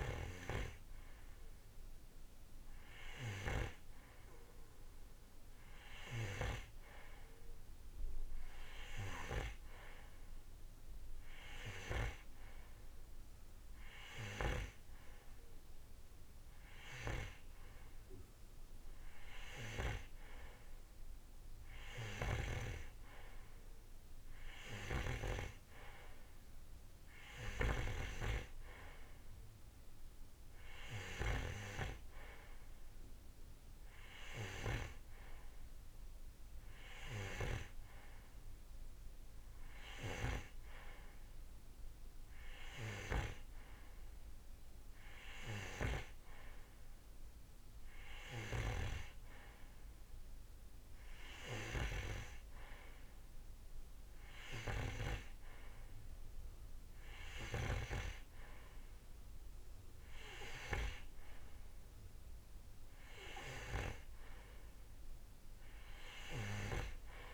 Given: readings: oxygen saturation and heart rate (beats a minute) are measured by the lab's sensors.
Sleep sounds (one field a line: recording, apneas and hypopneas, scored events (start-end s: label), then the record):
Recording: breathing in sleep by a room microphone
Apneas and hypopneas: none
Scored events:
none scored
From the record:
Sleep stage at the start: N2 (light sleep)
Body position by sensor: on the right side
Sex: male